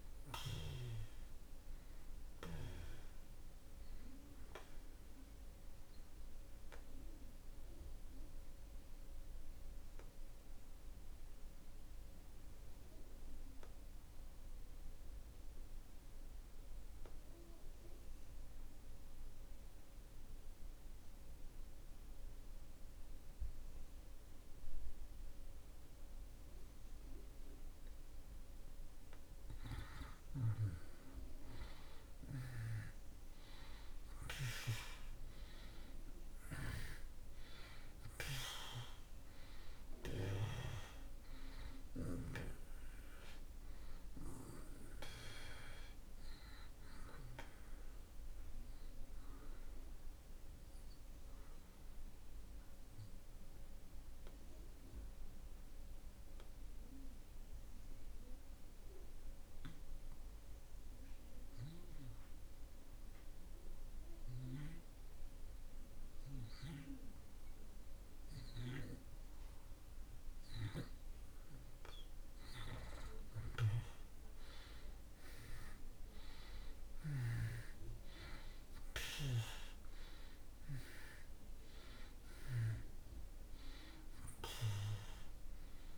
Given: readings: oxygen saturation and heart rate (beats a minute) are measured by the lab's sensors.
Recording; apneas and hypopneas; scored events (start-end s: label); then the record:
breathing in sleep by a room microphone; 2
0.00-23.50 s: oxygen desaturation (device-marked, oxygen 77% lowest)
3.50-28.50 s: obstructive apnea (oxygen 95% before, 77% lowest)
31.50-36.00 s: arousal
33.50-66.50 s: oxygen desaturation (device-marked, oxygen 97% before, 77% lowest)
46.50-70.50 s: obstructive apnea (oxygen 97% before, 77% lowest)
73.00-76.50 s: arousal
75.50-85.98 s: oxygen desaturation (device-marked, oxygen 96% before, 79% lowest)
From the record:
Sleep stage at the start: N2 (light sleep); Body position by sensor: on the back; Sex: male